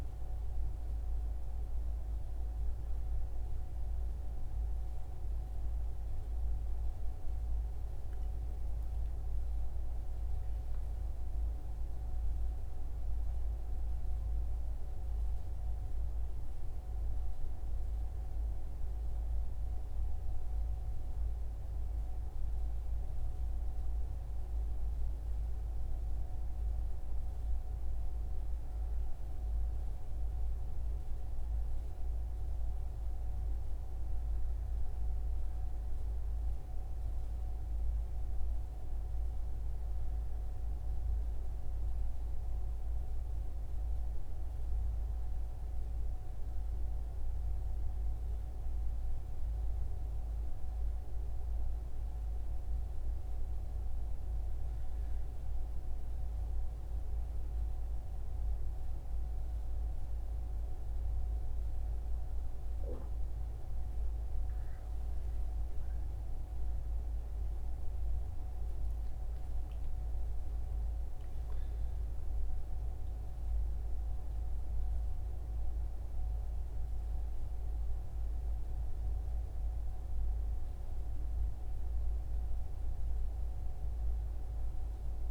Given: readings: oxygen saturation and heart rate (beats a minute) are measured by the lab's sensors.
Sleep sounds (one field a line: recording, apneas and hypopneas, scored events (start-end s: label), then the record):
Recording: breathing in sleep, hard to hear, by a room microphone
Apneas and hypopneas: none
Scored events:
8.50-12.50 s: arousal
66.00-70.50 s: arousal
From the record:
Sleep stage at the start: N1 (lightest sleep)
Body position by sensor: on the right side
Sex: male